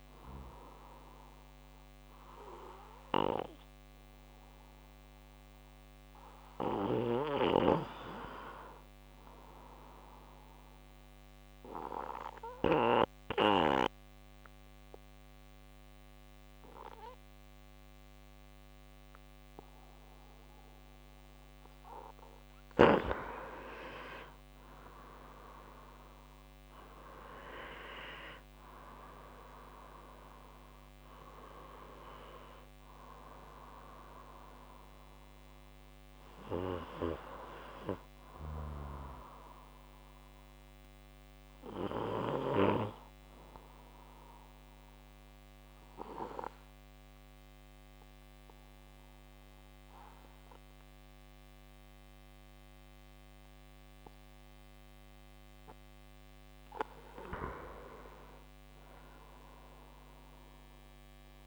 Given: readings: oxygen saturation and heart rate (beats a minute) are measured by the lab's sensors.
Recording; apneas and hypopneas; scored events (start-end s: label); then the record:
breathing in sleep by a microphone on the trachea; 2
5.00-8.50 s: arousal
11.00-22.00 s: obstructive apnea (oxygen 96% before, 90% lowest, heart rate 66 before, 63 extreme, up 4 after)
25.50-30.00 s: arousal
44.00-57.00 s: obstructive apnea (oxygen 94% before, 90% lowest, heart rate 69 before, 63 extreme, up 3 after)
49.00-59.00 s: oxygen desaturation (device-marked, oxygen 93% before, 90% lowest, heart rate 67 before, 62 extreme)
From the record:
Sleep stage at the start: N2 (light sleep); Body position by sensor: on the right side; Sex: male